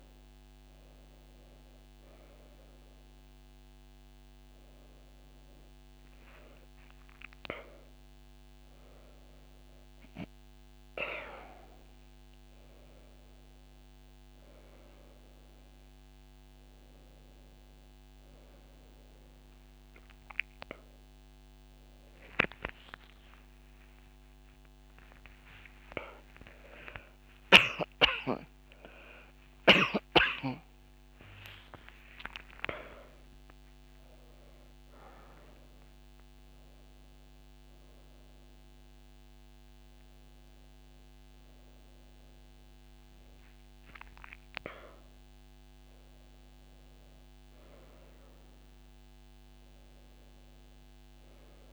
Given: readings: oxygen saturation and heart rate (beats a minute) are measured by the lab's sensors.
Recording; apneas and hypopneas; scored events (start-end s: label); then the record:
a person awake in a sleep study, by a microphone on the trachea; none
14.00-29.00 s: oxygen desaturation (device-marked, oxygen 99% before, 95% lowest)
17.00-20.00 s: tachycardia (device-marked)
20.00-22.00 s: long interval between heartbeats (device-marked)
28.50-30.50 s: long interval between heartbeats (device-marked)
36.00-45.00 s: oxygen desaturation (device-marked, oxygen 96% before, 93% lowest)
From the record:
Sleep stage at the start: awake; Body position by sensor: on the right side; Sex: female